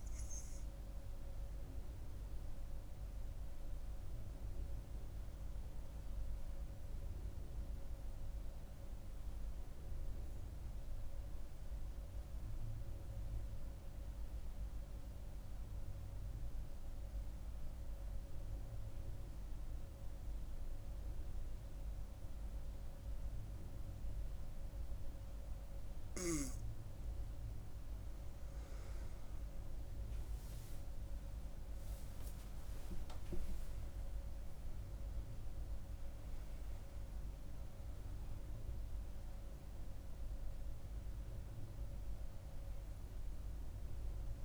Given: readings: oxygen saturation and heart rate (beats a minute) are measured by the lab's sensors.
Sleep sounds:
breathing in sleep, hard to hear, by a room microphone; 1
0.00-9.50 s: oxygen desaturation (device-marked, oxygen 90% lowest, heart rate 64 extreme)
5.50-25.50 s: obstructive apnea (oxygen 96% before, 90% lowest, heart rate 74 before, 68 extreme, up 16 after)
24.50-44.45 s: oxygen desaturation (device-marked, oxygen 97% before, 91% lowest, heart rate 69 before, 65 extreme)
30.50-35.50 s: arousal
From the record:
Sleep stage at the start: N2 (light sleep); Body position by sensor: on the right side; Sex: female

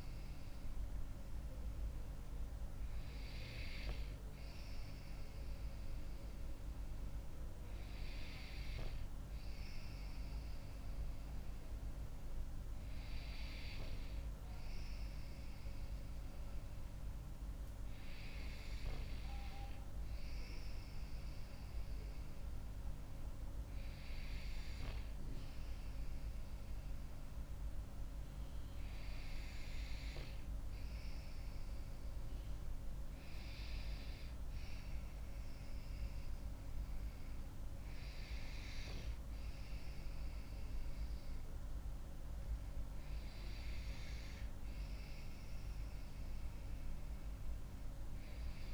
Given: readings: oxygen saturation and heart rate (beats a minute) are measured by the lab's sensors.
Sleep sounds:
breathing in sleep, hard to hear, by a room microphone; none
none scored
From the record:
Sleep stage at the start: N2 (light sleep); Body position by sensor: on the back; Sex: female

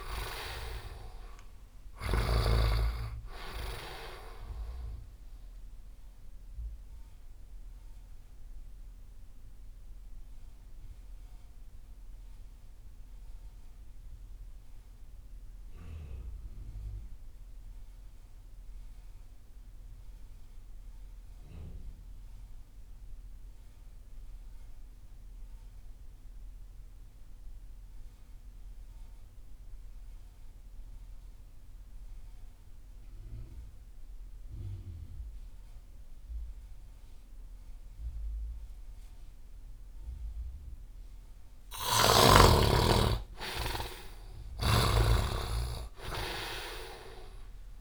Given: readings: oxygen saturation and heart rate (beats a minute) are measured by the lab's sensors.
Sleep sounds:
breathing in sleep by a room microphone; 1
0.00-2.50 s: snoring (device-marked)
0.00-21.50 s: oxygen desaturation (device-marked, oxygen 62% lowest)
5.50-40.00 s: mixed apnea (oxygen 92% before, 62% lowest)
26.50-47.81 s: oxygen desaturation (device-marked, oxygen 100% before, 64% lowest)
42.50-47.00 s: arousal
44.50-47.81 s: snoring (device-marked)
From the record:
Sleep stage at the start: REM sleep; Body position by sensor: on the right side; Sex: male

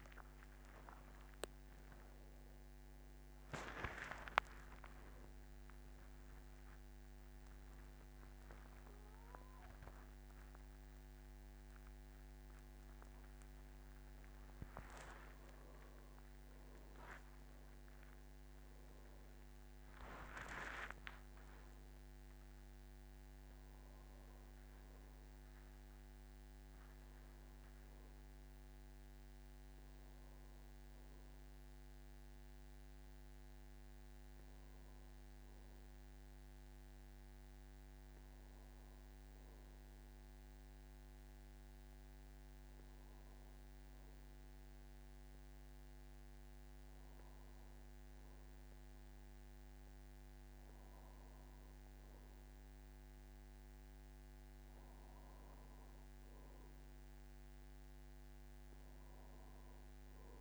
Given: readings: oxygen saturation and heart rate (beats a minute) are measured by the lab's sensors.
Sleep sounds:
a person awake in a sleep study, by a microphone on the trachea; none
0.50-15.50 s: tachycardia (device-marked, heart rate 60 before, 180 extreme)
1.00-3.00 s: long interval between heartbeats (device-marked, heart rate 59 before, 89 extreme)
4.00-6.00 s: long interval between heartbeats (device-marked, heart rate 65 before, 127 extreme)
6.50-8.50 s: long interval between heartbeats (device-marked, heart rate 78 before, 157 extreme)
6.50-60.41 s: new sleep stage, awake
9.50-11.50 s: long interval between heartbeats (device-marked, heart rate 93 before, 169 extreme)
12.00-14.00 s: long interval between heartbeats (device-marked, heart rate 104 before, 177 extreme)
14.00-16.00 s: long interval between heartbeats (device-marked, heart rate 116 before, 178 extreme)
27.50-29.50 s: long interval between heartbeats (device-marked, heart rate 121 before, 89 extreme)
From the record:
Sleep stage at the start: N1 (lightest sleep); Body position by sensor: on the back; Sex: male

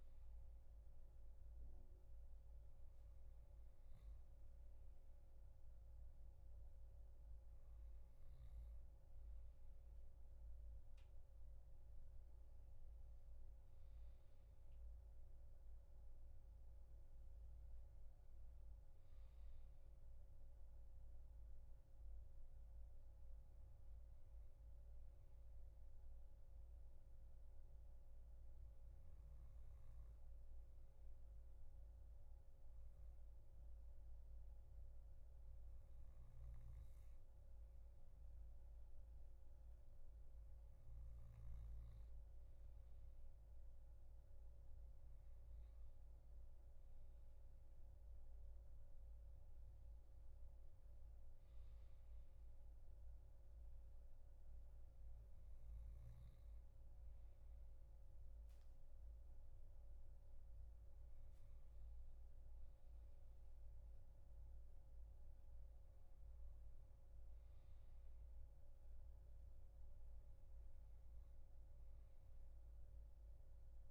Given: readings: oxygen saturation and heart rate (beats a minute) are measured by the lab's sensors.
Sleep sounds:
breathing in sleep, hard to hear, by a room microphone; none
none scored
From the record:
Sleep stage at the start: N2 (light sleep); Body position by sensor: on the back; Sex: male

